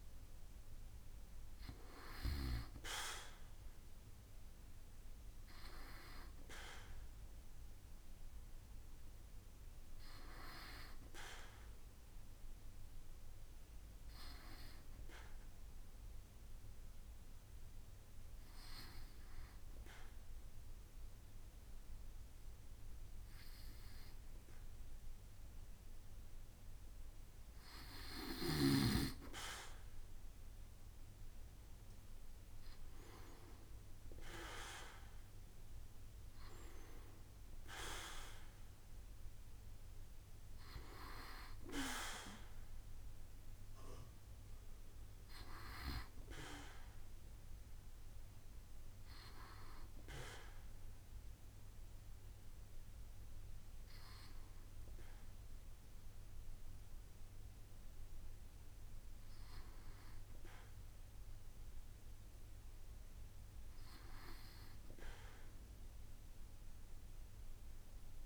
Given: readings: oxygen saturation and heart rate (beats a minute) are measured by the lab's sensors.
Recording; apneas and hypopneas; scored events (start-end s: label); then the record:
breathing in sleep by a room microphone; 1
14.50-27.00 s: hypopnea (oxygen 95% before, 93% lowest, heart rate 70 before, 65 extreme, up 4 after)
34.00-38.00 s: arousal
From the record:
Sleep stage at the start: N2 (light sleep); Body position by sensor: on the back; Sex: male